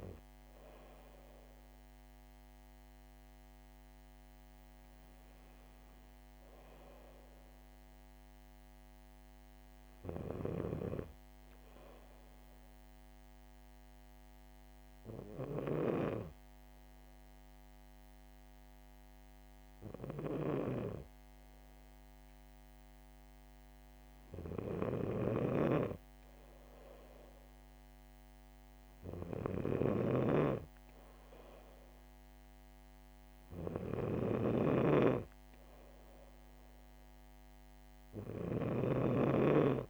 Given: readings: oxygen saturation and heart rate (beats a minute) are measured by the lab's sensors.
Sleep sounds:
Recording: breathing in sleep by a microphone on the trachea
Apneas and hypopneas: 1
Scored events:
0.00-3.50 s: arousal
8.50-21.00 s: hypopnea (oxygen 98% before, 94% lowest, heart rate 65 before, 63 extreme, up 3 after)
22.50-26.00 s: arousal
24.50-39.90 s: snoring (device-marked)
28.50-39.50 s: oxygen desaturation (device-marked, oxygen 97% before, 94% lowest, heart rate 67 before, 65 extreme)
From the record:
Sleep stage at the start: N2 (light sleep)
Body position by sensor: on the back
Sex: female

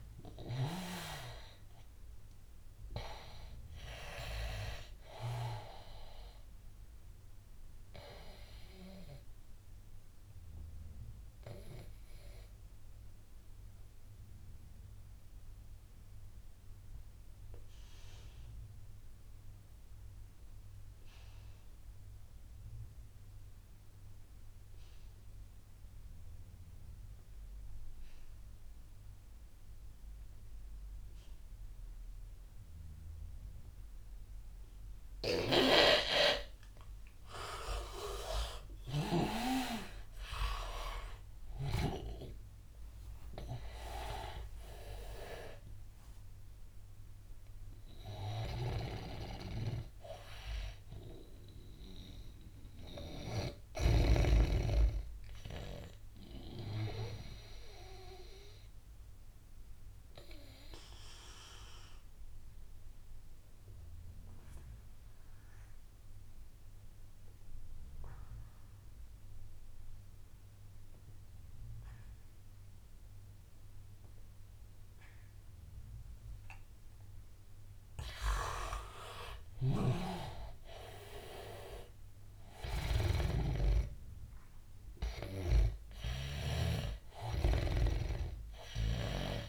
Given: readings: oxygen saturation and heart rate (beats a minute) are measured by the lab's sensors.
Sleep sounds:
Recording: breathing in sleep by a room microphone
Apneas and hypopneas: 2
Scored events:
0.00-2.50 s: arousal
0.00-21.50 s: oxygen desaturation (device-marked, oxygen 80% lowest, heart rate 79 extreme)
8.50-35.50 s: obstructive apnea (oxygen 99% before, 79% lowest, heart rate 89 before, 79 extreme, up 11 after)
20.00-22.00 s: long interval between heartbeats (device-marked, heart rate 89 before, 87 extreme)
35.50-66.50 s: oxygen desaturation (device-marked, oxygen 99% before, 79% lowest, heart rate 85 before, 87 extreme)
37.50-42.50 s: arousal
48.50-53.50 s: snoring (device-marked)
57.50-77.00 s: obstructive apnea (oxygen 98% before, 79% lowest, heart rate 89 before, 82 extreme, up 6 after)
79.50-83.00 s: snoring (device-marked)
80.00-84.00 s: arousal
81.50-89.49 s: oxygen desaturation (device-marked, oxygen 99% before, 86% lowest, heart rate 89 before, 80 extreme)
87.50-89.49 s: snoring (device-marked)
From the record:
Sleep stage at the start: N2 (light sleep)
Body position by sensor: on the back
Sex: male

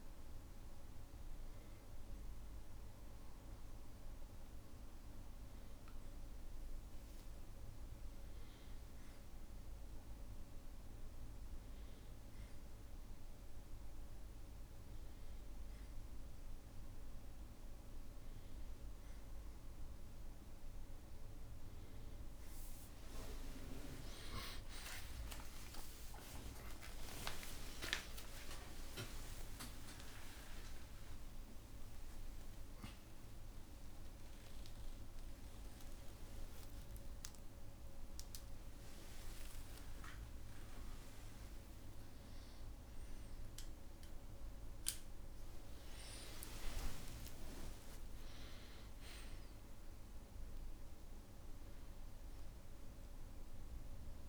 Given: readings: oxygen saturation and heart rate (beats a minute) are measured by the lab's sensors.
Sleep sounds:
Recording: a person awake in a sleep study, by a room microphone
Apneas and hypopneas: none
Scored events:
23.50-30.50 s: tachycardia (device-marked, heart rate 75 before, 135 extreme)
26.50-28.50 s: long interval between heartbeats (device-marked, heart rate 63 before, 101 extreme)
From the record:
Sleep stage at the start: awake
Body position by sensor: on the back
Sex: male

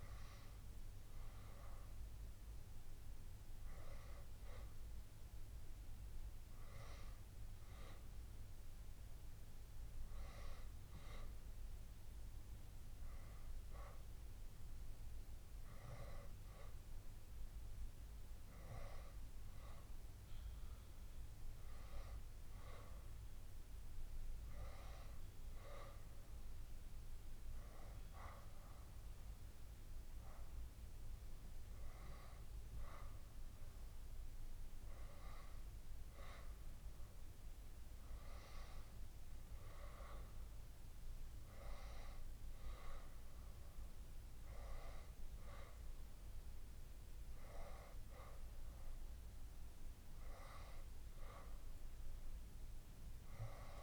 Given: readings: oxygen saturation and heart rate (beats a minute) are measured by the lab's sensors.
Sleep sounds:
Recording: breathing in sleep by a room microphone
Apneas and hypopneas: none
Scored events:
20.00-22.00 s: long interval between heartbeats (device-marked, heart rate 70 before, 63 extreme)
From the record:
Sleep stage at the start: N2 (light sleep)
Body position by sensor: on the back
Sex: female

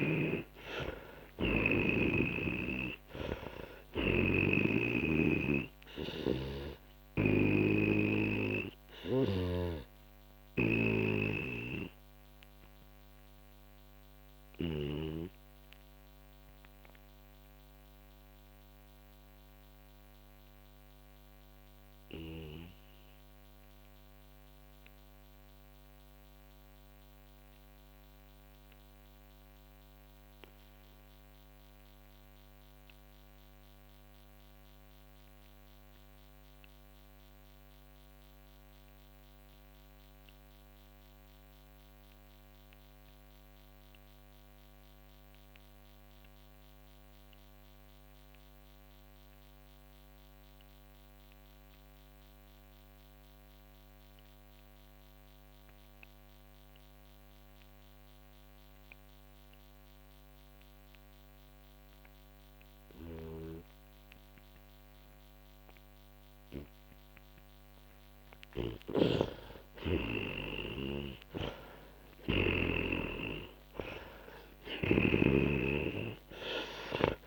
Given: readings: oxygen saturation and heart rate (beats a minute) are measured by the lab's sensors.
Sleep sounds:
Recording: breathing in sleep by a microphone on the trachea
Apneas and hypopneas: 1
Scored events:
0.00-39.50 s: oxygen desaturation (device-marked, oxygen 80% lowest, heart rate 47 extreme)
7.50-11.00 s: snoring (device-marked)
14.50-67.50 s: obstructive apnea (oxygen 96% before, 80% lowest, heart rate 69 before, 48 extreme, up 8 after)
63.00-73.00 s: snoring (device-marked)
66.50-76.50 s: oxygen desaturation (device-marked, oxygen 97% before, 94% lowest, heart rate 53 before, 53 extreme)
69.00-73.50 s: arousal
From the record:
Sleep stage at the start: N2 (light sleep)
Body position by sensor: on the back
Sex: male

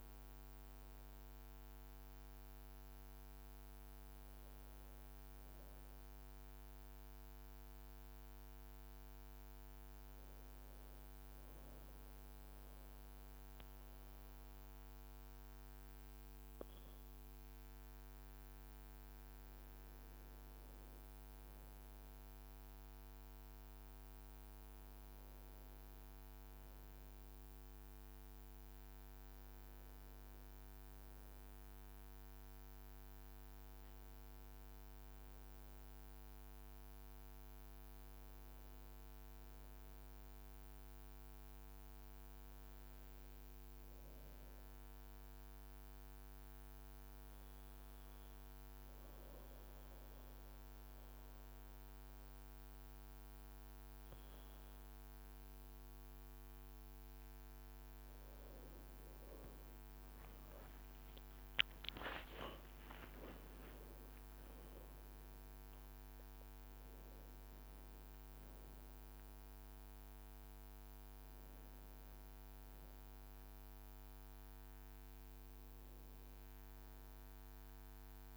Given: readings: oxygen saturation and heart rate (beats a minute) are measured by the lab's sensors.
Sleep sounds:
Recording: breathing in sleep, hard to hear, by a microphone on the trachea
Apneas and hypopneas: 2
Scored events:
1.50-18.00 s: hypopnea (oxygen 97% before, 93% lowest, heart rate 55 before, 51 extreme, up 1 after)
21.00-25.00 s: arousal
44.50-56.50 s: obstructive apnea (oxygen 97% before, 93% lowest, heart rate 54 before, 52 extreme, up 26 after)
58.50-62.50 s: arousal
59.00-60.50 s: leg movement (device-marked)
61.50-66.50 s: leg movement (device-marked)
63.50-65.50 s: long interval between heartbeats (device-marked, heart rate 54 before, 76 extreme)
From the record:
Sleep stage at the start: N2 (light sleep)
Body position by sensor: on the back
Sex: male

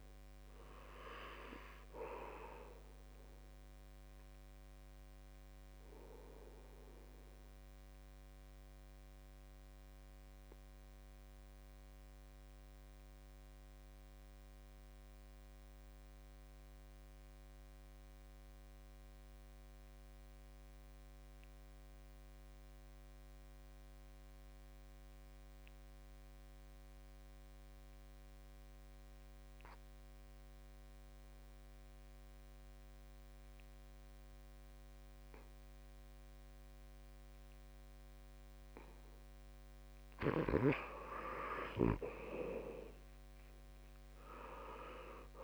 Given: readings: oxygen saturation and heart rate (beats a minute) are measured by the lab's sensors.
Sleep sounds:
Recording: breathing in sleep by a microphone on the trachea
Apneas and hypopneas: 1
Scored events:
0.00-15.00 s: oxygen desaturation (device-marked, oxygen 82% lowest, heart rate 65 extreme)
6.50-38.50 s: obstructive apnea (oxygen 96% before, 80% lowest, heart rate 73 before, 65 extreme, up 4 after)
33.00-45.44 s: oxygen desaturation (device-marked, oxygen 96% before, 80% lowest, heart rate 70 before, 66 extreme)
From the record:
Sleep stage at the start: N2 (light sleep)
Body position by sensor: on the back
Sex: male

